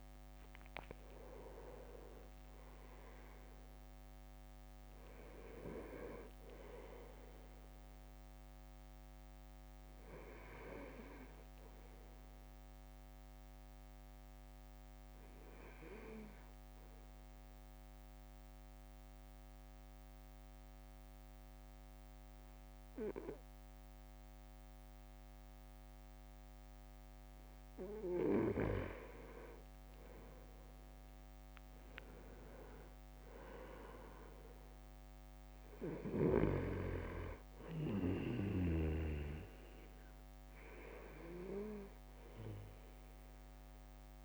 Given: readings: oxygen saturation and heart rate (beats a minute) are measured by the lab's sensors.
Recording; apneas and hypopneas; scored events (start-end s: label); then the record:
breathing in sleep by a microphone on the trachea; 1
0.00-1.50 s: arousal
0.00-1.50 s: leg movement (device-marked)
0.00-10.00 s: drop in pulse transit time (device-marked, heart rate 55 extreme)
13.00-27.50 s: obstructive apnea (oxygen 97% before, 96% lowest, heart rate 56 before, 49 extreme, up 4 after)
31.00-34.00 s: arousal
From the record:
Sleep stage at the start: N2 (light sleep); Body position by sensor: on the right side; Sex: male